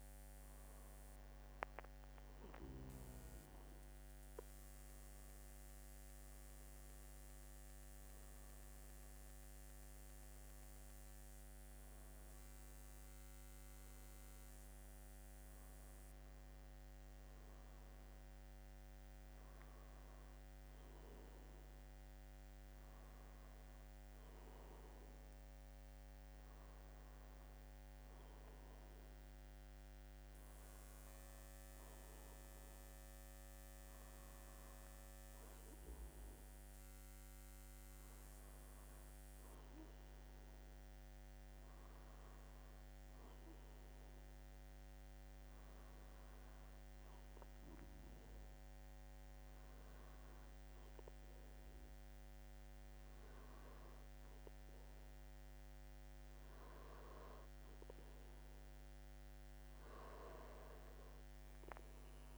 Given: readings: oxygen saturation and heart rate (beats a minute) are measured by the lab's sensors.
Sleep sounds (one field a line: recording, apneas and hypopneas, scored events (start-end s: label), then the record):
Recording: breathing in sleep, hard to hear, by a microphone on the trachea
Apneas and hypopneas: none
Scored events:
none scored
From the record:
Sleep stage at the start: N2 (light sleep)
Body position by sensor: on the back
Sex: male